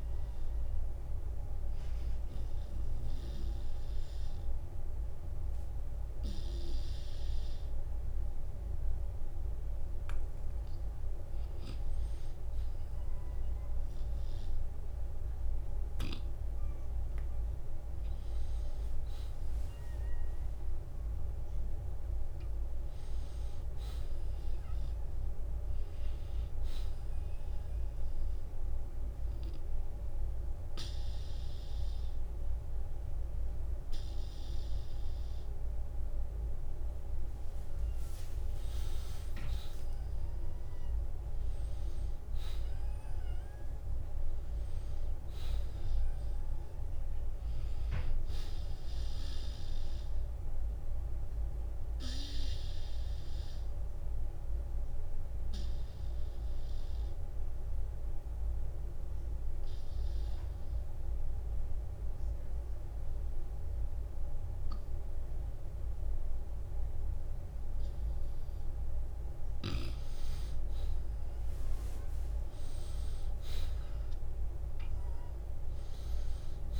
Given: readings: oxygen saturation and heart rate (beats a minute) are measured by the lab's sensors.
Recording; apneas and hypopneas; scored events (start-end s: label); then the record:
breathing in sleep, hard to hear, by a room microphone; 3
1.00-11.50 s: obstructive apnea (oxygen 94% before, 90% lowest, heart rate 61 before, 52 extreme, up 5 after)
4.50-14.50 s: oxygen desaturation (device-marked, oxygen 94% before, 90% lowest, heart rate 63 before, 52 extreme)
15.50-17.50 s: long interval between heartbeats (device-marked, heart rate 59 before, 52 extreme)
16.50-20.50 s: arousal
27.00-38.00 s: obstructive apnea (oxygen 96% before, 88% lowest, heart rate 55 before, 54 extreme, up 3 after)
29.50-31.50 s: long interval between heartbeats (device-marked, heart rate 57 before, 57 extreme)
31.50-46.50 s: oxygen desaturation (device-marked, oxygen 95% before, 91% lowest, heart rate 58 before, 46 extreme)
33.50-35.50 s: long interval between heartbeats (device-marked, heart rate 58 before, 58 extreme)
39.00-45.00 s: arousal
50.00-69.00 s: obstructive apnea (oxygen 96% before, 85% lowest, heart rate 59 before, 46 extreme, up 25 after)
60.00-62.00 s: long interval between heartbeats (device-marked, heart rate 57 before, 54 extreme)
61.50-72.50 s: oxygen desaturation (device-marked, oxygen 94% before, 90% lowest, heart rate 57 before, 50 extreme)
71.00-75.50 s: arousal
From the record:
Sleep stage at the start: N2 (light sleep); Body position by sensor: on the back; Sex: male